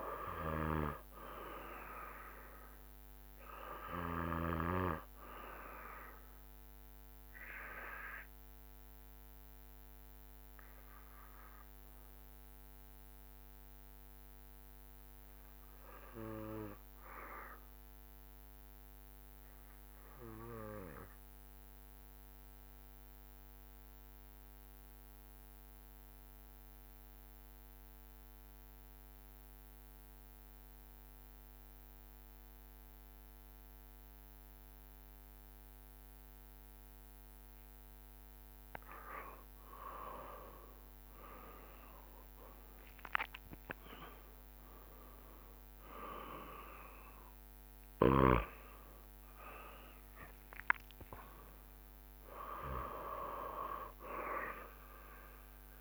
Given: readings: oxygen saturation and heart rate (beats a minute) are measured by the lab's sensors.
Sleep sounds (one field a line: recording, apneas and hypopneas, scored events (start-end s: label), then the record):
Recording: breathing in sleep by a microphone on the trachea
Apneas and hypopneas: 1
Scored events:
0.00-3.00 s: drop in pulse transit time (device-marked, heart rate 66 extreme)
0.00-5.00 s: snoring (device-marked)
5.50-9.00 s: arousal
11.50-37.50 s: obstructive apnea (oxygen 94% before, 93% lowest, heart rate 70 before, 67 extreme, up 12 after)
38.00-54.00 s: oxygen desaturation (device-marked, oxygen 97% before, 93% lowest, heart rate 69 before, 66 extreme)
44.00-55.81 s: drop in pulse transit time (device-marked, heart rate 71 before, 75 extreme)
44.50-48.50 s: arousal
From the record:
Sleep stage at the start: N2 (light sleep)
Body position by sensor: on the back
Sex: male